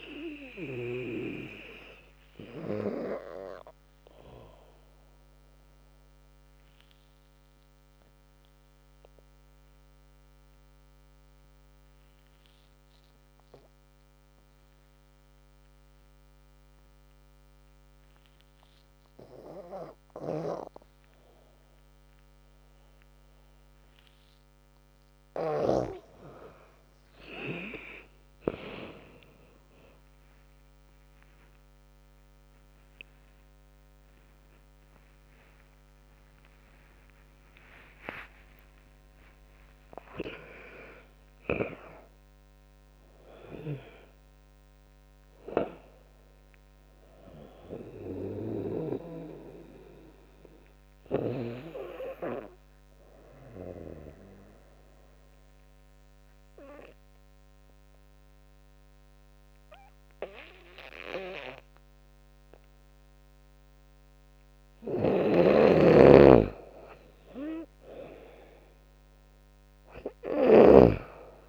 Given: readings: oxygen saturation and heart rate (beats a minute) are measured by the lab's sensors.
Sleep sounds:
breathing in sleep by a microphone on the trachea; 2
0.00-6.50 s: drop in pulse transit time (device-marked, heart rate 82 extreme)
0.00-16.50 s: oxygen desaturation (device-marked, oxygen 91% lowest, heart rate 74 extreme)
5.00-24.00 s: obstructive apnea (oxygen 99% before, 91% lowest, heart rate 84 before, 74 extreme, up 13 after)
19.50-25.50 s: snoring (device-marked)
26.50-47.50 s: drop in pulse transit time (device-marked, heart rate 77 before, 82 extreme)
27.50-33.00 s: arousal
36.50-41.50 s: tachycardia (device-marked, heart rate 82 before, 105 extreme)
38.00-40.00 s: long interval between heartbeats (device-marked, heart rate 83 before, 98 extreme)
53.00-65.00 s: obstructive apnea (oxygen 96% before, 89% lowest, heart rate 93 before, 65 extreme, up 16 after)
64.50-70.50 s: snoring (device-marked)
67.50-71.00 s: arousal
67.50-71.49 s: drop in pulse transit time (device-marked, heart rate 71 before, 70 extreme)
69.50-71.49 s: oxygen desaturation (device-marked, oxygen 100% before, 93% lowest, heart rate 70 before, 64 extreme)
From the record:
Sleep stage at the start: N2 (light sleep); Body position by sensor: on the back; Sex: female

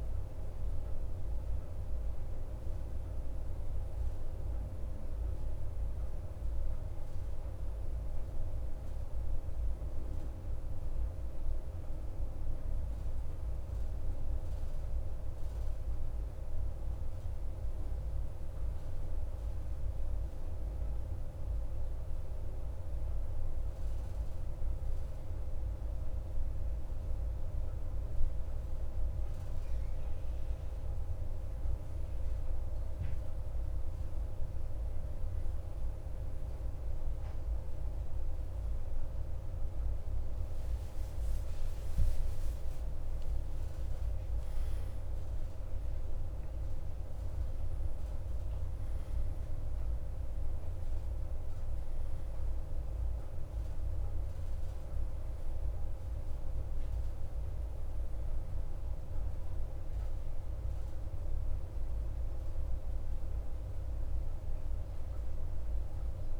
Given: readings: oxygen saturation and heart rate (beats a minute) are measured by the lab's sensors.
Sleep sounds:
breathing in sleep, hard to hear, by a room microphone; 1
0.00-10.00 s: oxygen desaturation (device-marked, oxygen 89% lowest, heart rate 53 extreme)
10.00-13.00 s: arousal
15.00-29.50 s: central apnea (oxygen 92% before, 89% lowest, heart rate 55 before, 53 extreme, up 1 after)
40.00-46.50 s: arousal
62.00-66.40 s: oxygen desaturation (device-marked, oxygen 94% before, 89% lowest, heart rate 62 before, 51 extreme)
From the record:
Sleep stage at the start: N1 (lightest sleep); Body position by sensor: on the back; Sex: male

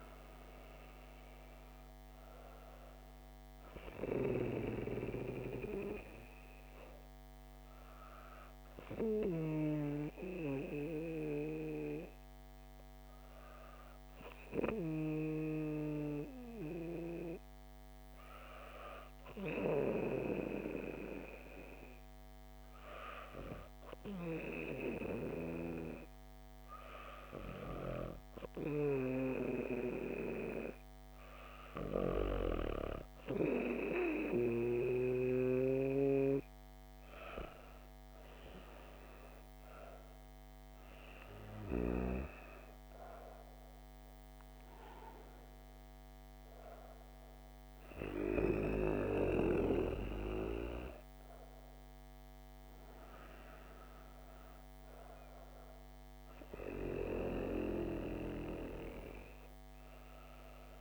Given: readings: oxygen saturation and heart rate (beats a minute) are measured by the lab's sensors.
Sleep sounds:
breathing in sleep by a microphone on the trachea; 1
10.00-31.00 s: hypopnea (heart rate 132 before, 66 extreme, up 32 after)
49.50-60.81 s: new sleep stage, awake
From the record:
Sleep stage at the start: N2 (light sleep); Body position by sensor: on the back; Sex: female

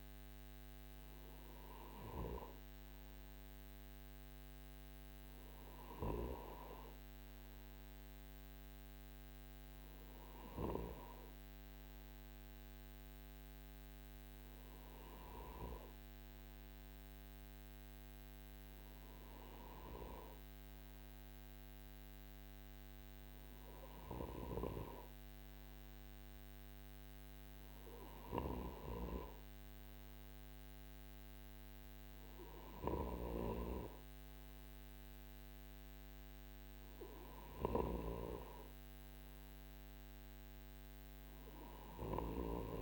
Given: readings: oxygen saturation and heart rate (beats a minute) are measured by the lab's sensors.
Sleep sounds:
breathing in sleep by a microphone on the trachea; none
none scored
From the record:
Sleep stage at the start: N2 (light sleep); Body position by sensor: on the right side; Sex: male

